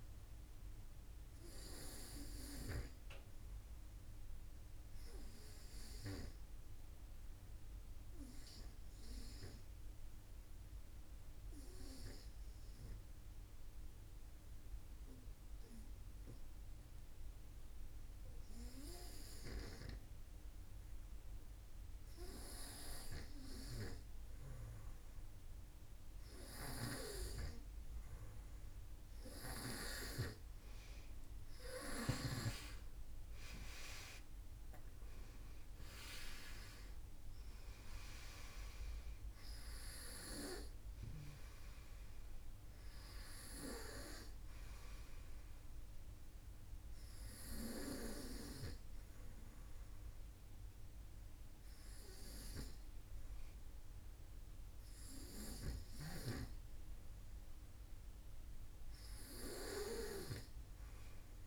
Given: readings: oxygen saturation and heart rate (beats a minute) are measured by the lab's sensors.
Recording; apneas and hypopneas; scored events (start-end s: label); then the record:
breathing in sleep by a room microphone; 1
5.50-19.50 s: obstructive apnea (oxygen 97% before, 91% lowest, heart rate 55 before, 51 extreme, up 0 after)
21.00-24.00 s: arousal
35.50-61.47 s: oxygen desaturation (device-marked, oxygen 94% before, 91% lowest, heart rate 52 before, 49 extreme)
From the record:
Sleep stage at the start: N2 (light sleep); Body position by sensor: on the front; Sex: male